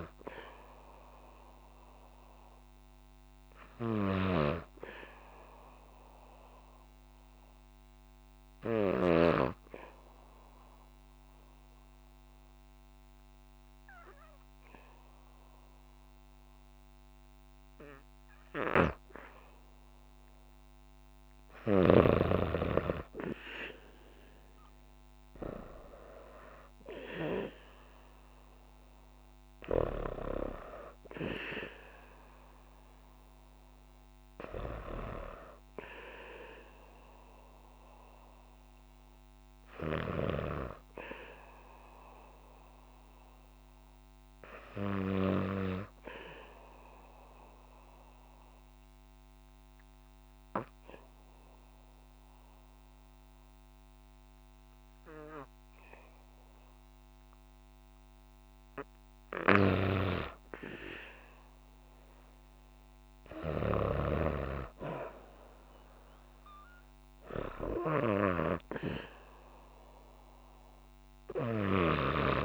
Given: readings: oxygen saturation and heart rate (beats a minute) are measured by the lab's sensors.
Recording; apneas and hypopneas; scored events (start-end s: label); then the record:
breathing in sleep by a microphone on the trachea; 2
0.00-9.00 s: snoring (device-marked)
0.00-12.00 s: oxygen desaturation (device-marked, oxygen 93% lowest, heart rate 57 extreme)
5.00-20.50 s: obstructive apnea (oxygen 96% before, 93% lowest, heart rate 63 before, 58 extreme, up 3 after)
22.50-26.00 s: arousal
25.00-47.00 s: oxygen desaturation (device-marked, oxygen 98% before, 93% lowest, heart rate 60 before, 58 extreme)
46.50-59.00 s: obstructive apnea (oxygen 98% before, 94% lowest, heart rate 60 before, 58 extreme, up 2 after)
61.00-64.50 s: arousal
63.00-72.45 s: snoring (device-marked)
65.00-72.45 s: oxygen desaturation (device-marked, oxygen 98% before, 94% lowest, heart rate 60 before, 58 extreme)
From the record:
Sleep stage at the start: N2 (light sleep); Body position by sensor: on the back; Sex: female